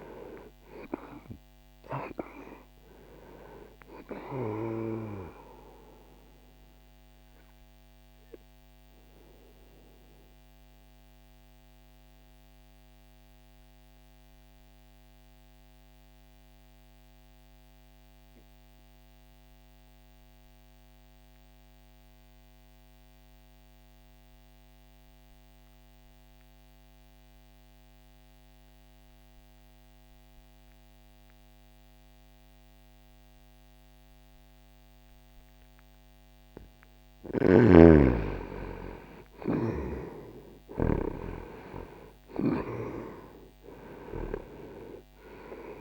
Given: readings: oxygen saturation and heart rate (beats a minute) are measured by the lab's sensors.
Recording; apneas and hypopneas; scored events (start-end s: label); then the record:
breathing in sleep by a microphone on the trachea; 1
0.00-3.50 s: oxygen desaturation (device-marked, oxygen 93% lowest, heart rate 60 extreme)
8.00-36.00 s: obstructive apnea (oxygen 98% before, 89% lowest, heart rate 60 before, 60 extreme, up 0 after)
19.50-29.50 s: oxygen desaturation (device-marked, oxygen 94% before, 90% lowest, heart rate 60 before, 60 extreme)
38.00-43.50 s: arousal
From the record:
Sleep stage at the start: N2 (light sleep); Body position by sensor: on the right side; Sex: male